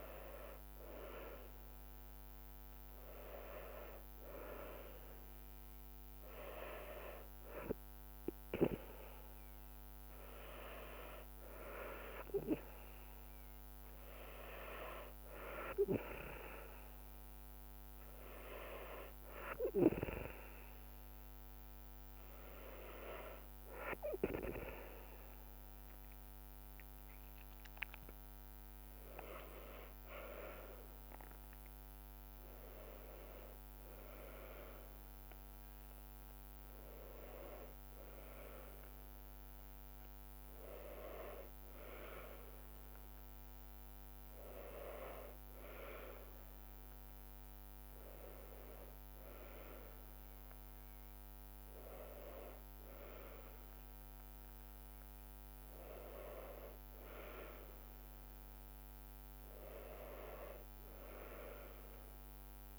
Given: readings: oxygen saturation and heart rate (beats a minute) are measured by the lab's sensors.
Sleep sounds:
breathing in sleep by a microphone on the trachea; none
11.50-34.50 s: drop in pulse transit time (device-marked, heart rate 78 before, 76 extreme)
From the record:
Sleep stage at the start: N2 (light sleep); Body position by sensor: on the back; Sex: female

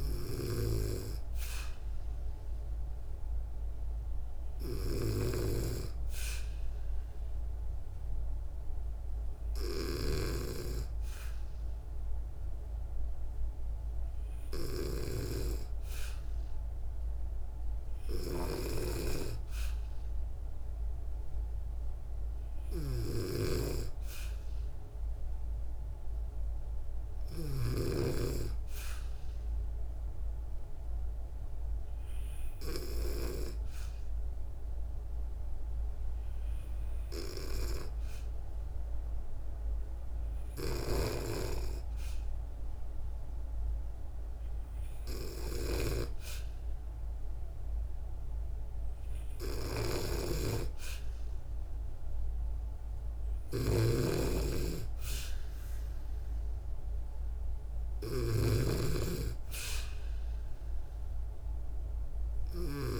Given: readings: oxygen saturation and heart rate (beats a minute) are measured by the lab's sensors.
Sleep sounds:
breathing in sleep by a room microphone; 1
21.50-25.50 s: arousal
28.50-43.50 s: obstructive apnea (oxygen 97% before, 93% lowest, heart rate 65 before, 63 extreme, up 1 after)
46.50-50.00 s: arousal
47.00-63.00 s: oxygen desaturation (device-marked, oxygen 96% before, 93% lowest, heart rate 65 before, 63 extreme)
49.00-63.00 s: snoring (device-marked)
From the record:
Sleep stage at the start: N2 (light sleep); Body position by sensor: on the back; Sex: female

